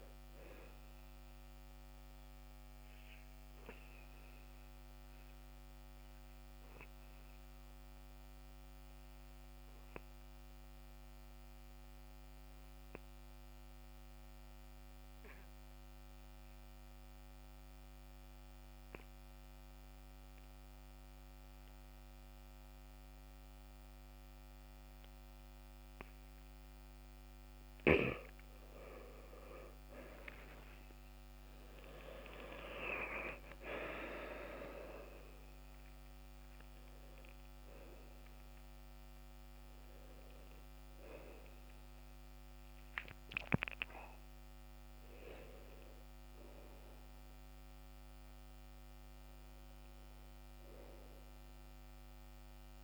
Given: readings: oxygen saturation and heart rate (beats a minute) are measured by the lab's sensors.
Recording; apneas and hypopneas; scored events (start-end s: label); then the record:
breathing in sleep by a microphone on the trachea; 1
0.00-19.50 s: oxygen desaturation (device-marked, oxygen 90% lowest, heart rate 62 extreme)
2.50-27.50 s: obstructive apnea (oxygen 98% before, 87% lowest, heart rate 69 before, 62 extreme, up 14 after)
30.50-34.00 s: arousal
31.50-52.84 s: oxygen desaturation (device-marked, oxygen 96% before, 87% lowest, heart rate 66 before, 63 extreme)
From the record:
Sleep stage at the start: N2 (light sleep); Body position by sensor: on the back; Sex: male